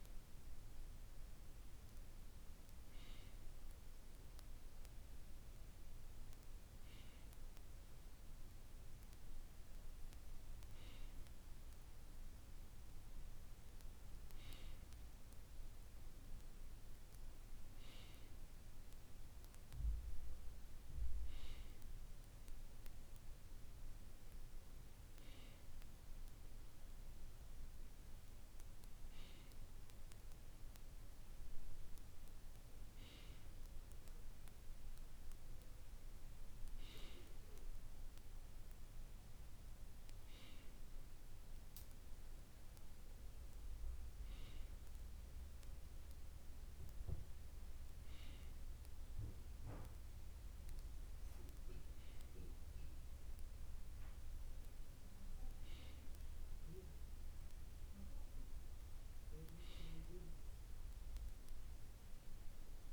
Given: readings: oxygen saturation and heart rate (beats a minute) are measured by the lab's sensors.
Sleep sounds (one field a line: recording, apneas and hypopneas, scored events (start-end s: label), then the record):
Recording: breathing in sleep, hard to hear, by a room microphone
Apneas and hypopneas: none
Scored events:
none scored
From the record:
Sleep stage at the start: N2 (light sleep)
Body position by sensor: on the right side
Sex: male